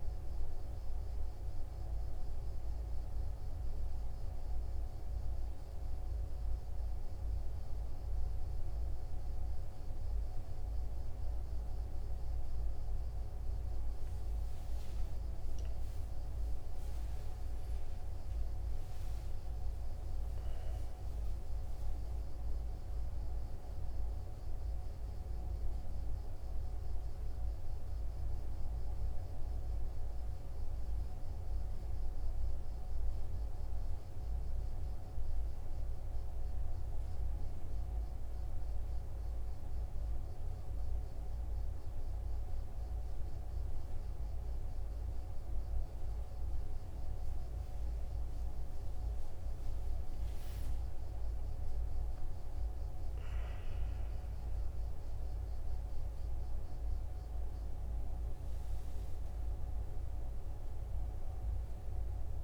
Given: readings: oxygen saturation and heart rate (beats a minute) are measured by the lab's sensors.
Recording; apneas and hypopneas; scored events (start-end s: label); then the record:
a person awake in a sleep study, hard to hear, by a room microphone; none
none scored
From the record:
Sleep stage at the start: awake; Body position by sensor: on the back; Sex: male